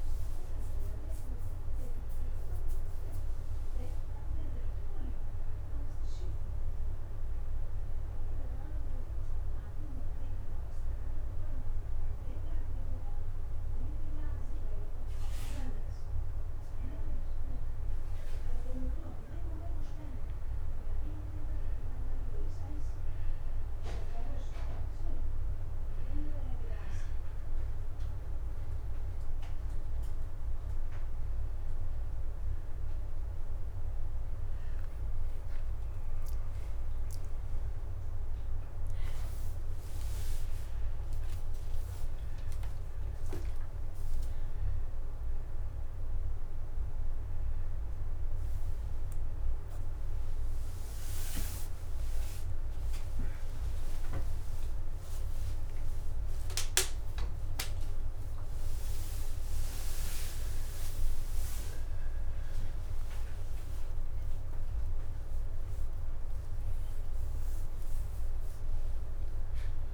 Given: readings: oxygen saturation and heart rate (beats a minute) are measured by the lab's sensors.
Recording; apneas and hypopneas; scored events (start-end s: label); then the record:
breathing in sleep by a room microphone; 1
0.50-9.50 s: oxygen desaturation (device-marked, oxygen 95% before, 92% lowest)
5.00-8.50 s: arousal
11.00-21.00 s: hypopnea (oxygen 96% before, 92% lowest)
24.00-27.00 s: arousal
57.50-69.94 s: new sleep stage, awake
From the record:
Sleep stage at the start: N1 (lightest sleep); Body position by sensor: on the back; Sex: male